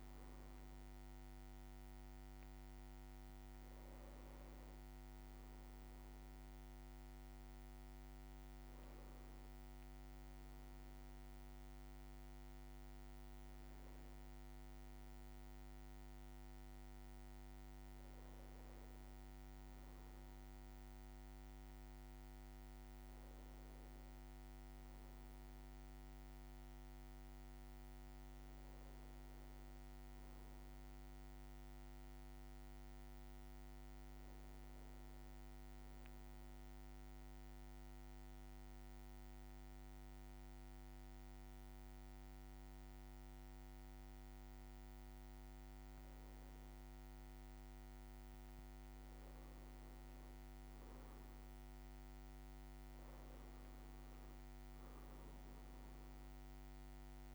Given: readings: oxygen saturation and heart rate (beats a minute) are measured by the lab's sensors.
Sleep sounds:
breathing in sleep, hard to hear, by a microphone on the trachea; 1
0.00-11.00 s: oxygen desaturation (device-marked, oxygen 95% lowest, heart rate 57 extreme)
35.50-45.50 s: central apnea (oxygen 99% before, 96% lowest, heart rate 58 before, 56 extreme, up 4 after)
46.00-49.00 s: leg movement (device-marked)
47.50-51.50 s: arousal
From the record:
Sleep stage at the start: N1 (lightest sleep); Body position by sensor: on the back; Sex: male

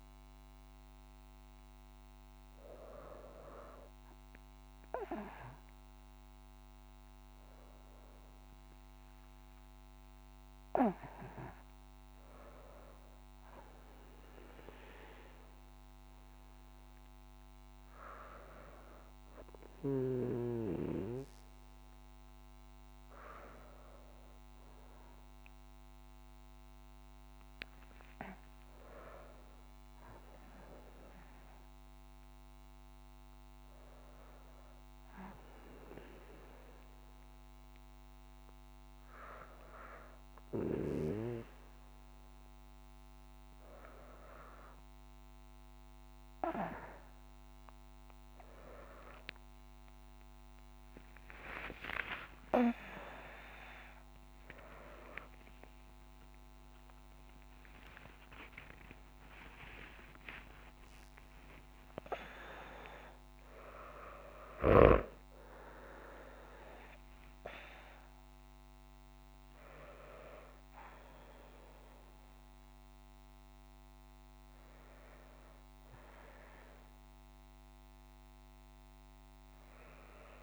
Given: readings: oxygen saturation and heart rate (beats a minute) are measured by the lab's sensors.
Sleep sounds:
breathing in sleep by a microphone on the trachea; none
7.00-11.50 s: arousal
54.00-80.43 s: new sleep stage, N1 (lightest sleep)
54.50-60.50 s: arousal
60.00-70.00 s: oxygen desaturation (device-marked, oxygen 97% before, 91% lowest, heart rate 78 before, 57 extreme)
From the record:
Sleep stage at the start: N2 (light sleep); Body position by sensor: on the back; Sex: female

